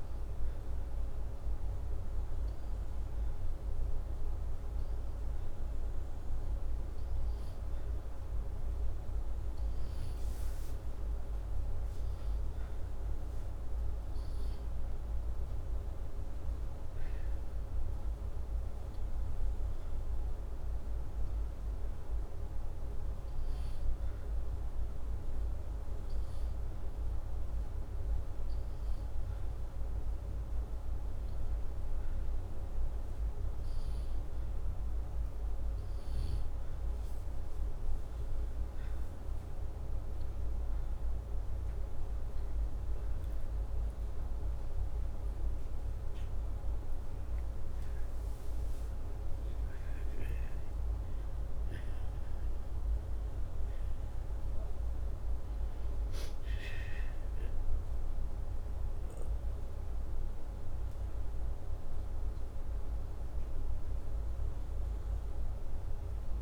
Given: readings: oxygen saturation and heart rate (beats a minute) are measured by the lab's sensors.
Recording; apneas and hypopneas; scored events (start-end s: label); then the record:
breathing in sleep, hard to hear, by a room microphone; none
none scored
From the record:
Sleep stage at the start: N2 (light sleep); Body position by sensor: upright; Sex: male